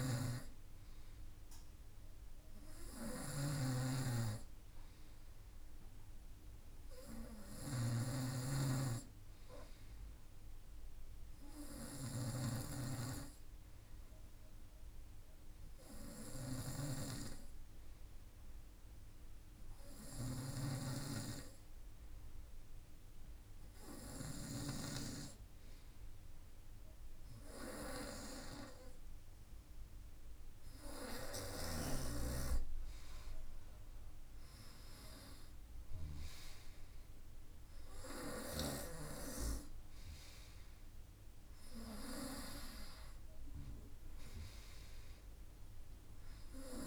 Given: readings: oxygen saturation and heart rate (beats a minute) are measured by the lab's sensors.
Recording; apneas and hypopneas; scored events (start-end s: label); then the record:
breathing in sleep by a room microphone; none
0.00-23.50 s: snoring (device-marked)
From the record:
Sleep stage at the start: N2 (light sleep); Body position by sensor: on the front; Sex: male